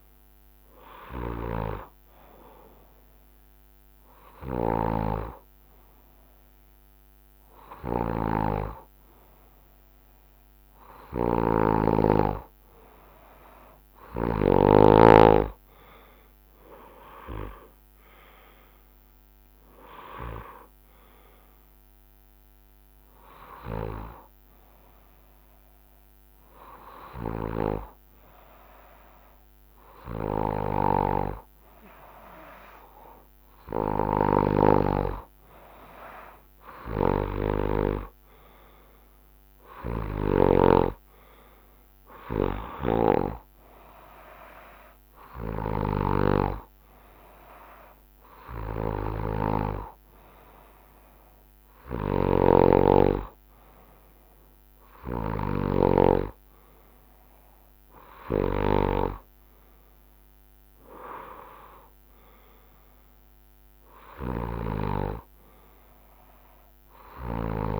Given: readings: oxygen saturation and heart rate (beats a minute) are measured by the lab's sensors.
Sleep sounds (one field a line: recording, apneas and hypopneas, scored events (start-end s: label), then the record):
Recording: breathing in sleep by a microphone on the trachea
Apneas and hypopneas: none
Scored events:
11.00-14.50 s: snoring (device-marked)
15.00-24.00 s: drop in pulse transit time (device-marked, heart rate 68 before, 68 extreme)
43.00-45.00 s: long interval between heartbeats (device-marked, heart rate 71 before, 68 extreme)
52.00-56.00 s: snoring (device-marked)
From the record:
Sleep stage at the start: N2 (light sleep)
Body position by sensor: on the front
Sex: male